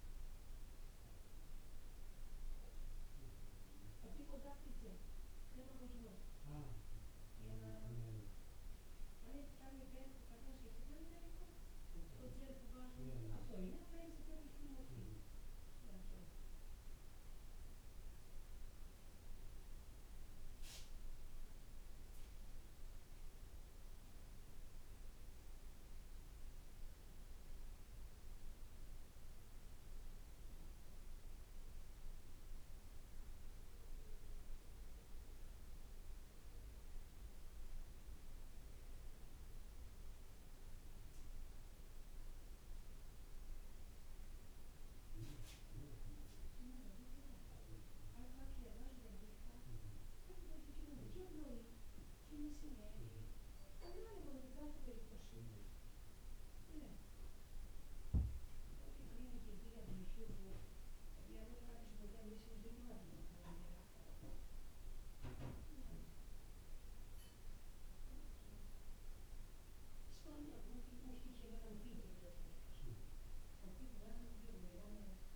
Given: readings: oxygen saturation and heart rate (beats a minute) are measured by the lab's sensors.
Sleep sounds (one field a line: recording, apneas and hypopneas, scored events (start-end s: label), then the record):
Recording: a person awake in a sleep study, by a room microphone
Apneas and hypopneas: none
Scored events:
none scored
From the record:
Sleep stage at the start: awake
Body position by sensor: on the back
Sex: male